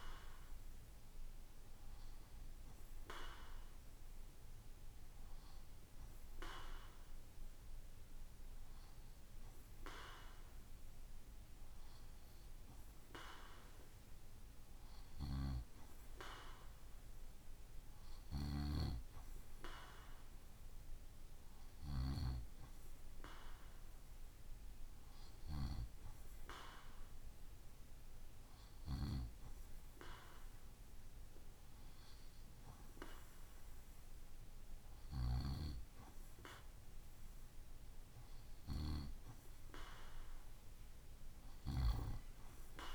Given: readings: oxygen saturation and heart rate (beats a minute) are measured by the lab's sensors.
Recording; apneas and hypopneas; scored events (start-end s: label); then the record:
breathing in sleep by a room microphone; none
14.00-18.00 s: snoring (device-marked)
From the record:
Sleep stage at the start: N2 (light sleep); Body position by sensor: on the right side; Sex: male